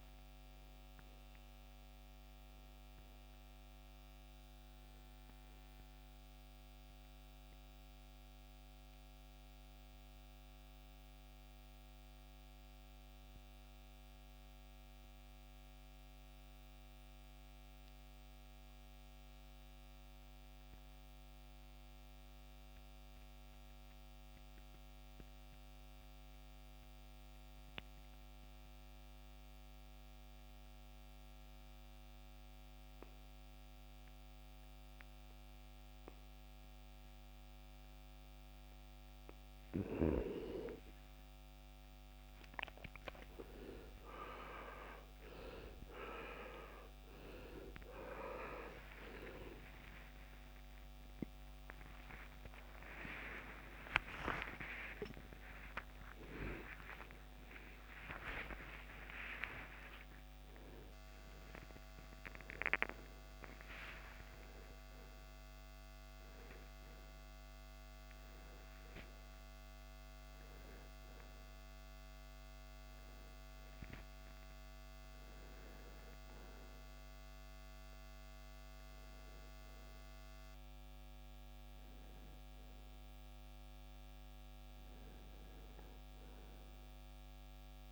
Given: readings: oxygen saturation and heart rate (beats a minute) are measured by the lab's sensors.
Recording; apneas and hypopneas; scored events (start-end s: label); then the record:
a person partly awake in a sleep study, by a microphone on the trachea; 1
11.00-39.50 s: mixed apnea (oxygen 94% before, 84% lowest, heart rate 73 before, 48 extreme, up 22 after)
43.00-73.00 s: new sleep stage, awake
73.00-87.92 s: new sleep stage, N1 (lightest sleep)
77.00-80.00 s: oxygen desaturation (device-marked, oxygen 94% before, 91% lowest, heart rate 106 before, 64 extreme)
82.00-87.92 s: oxygen desaturation (device-marked, oxygen 94% before, 84% lowest, heart rate 91 before, 57 extreme)
From the record:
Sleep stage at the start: N2 (light sleep); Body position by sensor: on the back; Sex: male